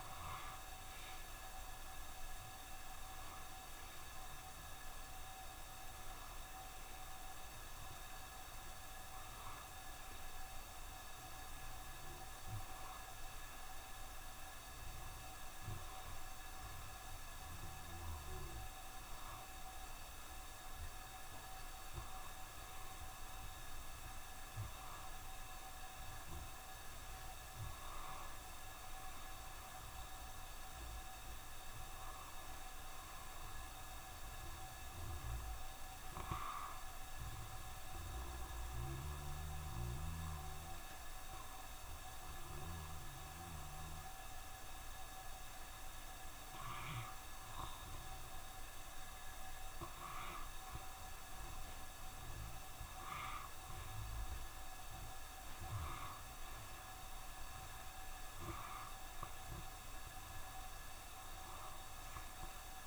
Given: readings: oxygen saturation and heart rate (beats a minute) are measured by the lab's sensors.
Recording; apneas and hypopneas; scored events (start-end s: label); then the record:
breathing in sleep, hard to hear, by a room microphone; 1
0.00-12.00 s: oxygen desaturation (device-marked, oxygen 86% lowest, heart rate 67 extreme)
36.50-47.00 s: obstructive apnea (oxygen 95% before, 91% lowest, heart rate 68 before, 67 extreme, up 2 after)
49.50-54.00 s: arousal
From the record:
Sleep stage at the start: N2 (light sleep); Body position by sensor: on the back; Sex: male